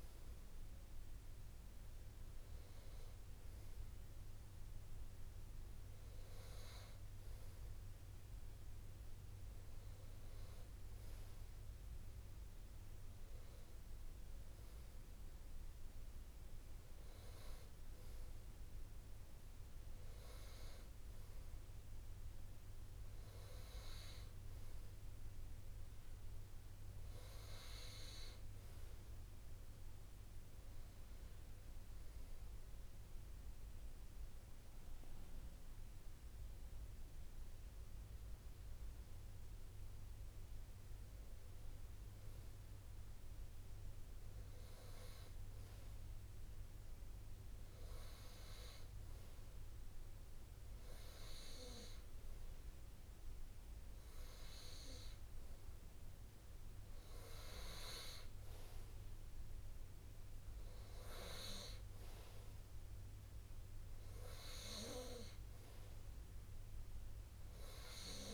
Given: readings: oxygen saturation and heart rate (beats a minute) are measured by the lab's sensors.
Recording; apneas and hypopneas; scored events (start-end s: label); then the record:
breathing in sleep by a room microphone; none
2.00-4.00 s: long interval between heartbeats (device-marked, heart rate 42 before, 28 extreme)
8.00-10.00 s: long interval between heartbeats (device-marked, heart rate 40 before, 35 extreme)
22.00-24.00 s: long interval between heartbeats (device-marked, heart rate 36 before, 45 extreme)
33.50-35.50 s: long interval between heartbeats (device-marked, heart rate 44 before, 46 extreme)
40.50-42.50 s: long interval between heartbeats (device-marked, heart rate 46 before, 51 extreme)
56.50-58.50 s: long interval between heartbeats (device-marked, heart rate 52 before, 65 extreme)
61.50-63.50 s: long interval between heartbeats (device-marked, heart rate 57 before, 55 extreme)
From the record:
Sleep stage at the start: N2 (light sleep); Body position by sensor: on the right side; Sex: male